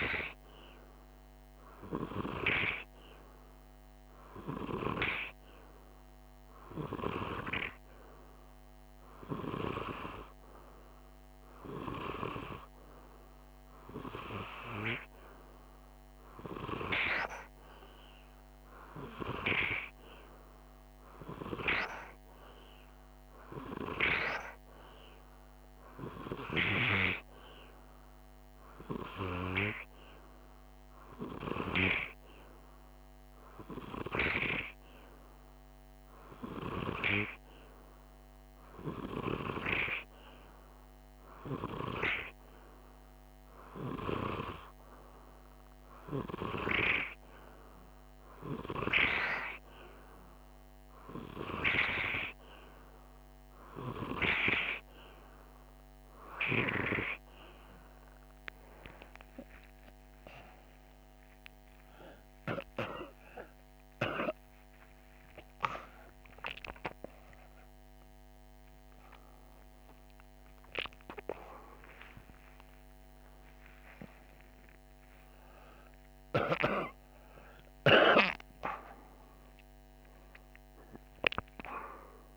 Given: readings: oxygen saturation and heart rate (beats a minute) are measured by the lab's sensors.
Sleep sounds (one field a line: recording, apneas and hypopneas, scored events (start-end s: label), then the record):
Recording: a person partly awake in a sleep study, by a microphone on the trachea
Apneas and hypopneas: none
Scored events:
61.00-82.37 s: new sleep stage, awake
From the record:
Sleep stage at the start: N2 (light sleep)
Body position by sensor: on the right side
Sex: male